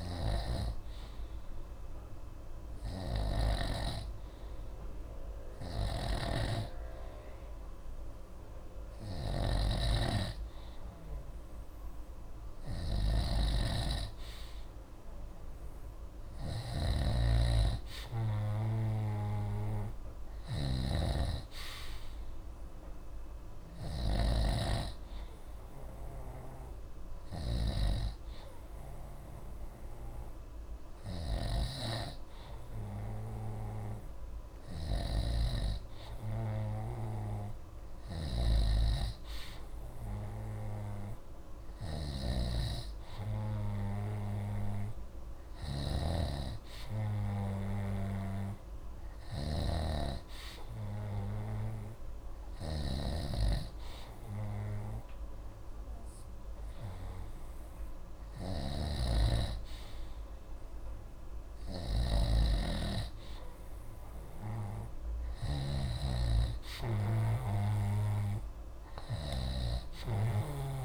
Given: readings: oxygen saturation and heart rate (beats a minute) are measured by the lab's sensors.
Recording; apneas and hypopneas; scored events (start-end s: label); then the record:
breathing in sleep by a room microphone; none
0.00-3.50 s: snoring (device-marked)
5.50-70.84 s: snoring (device-marked)
From the record:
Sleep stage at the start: N2 (light sleep); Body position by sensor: on the right side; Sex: male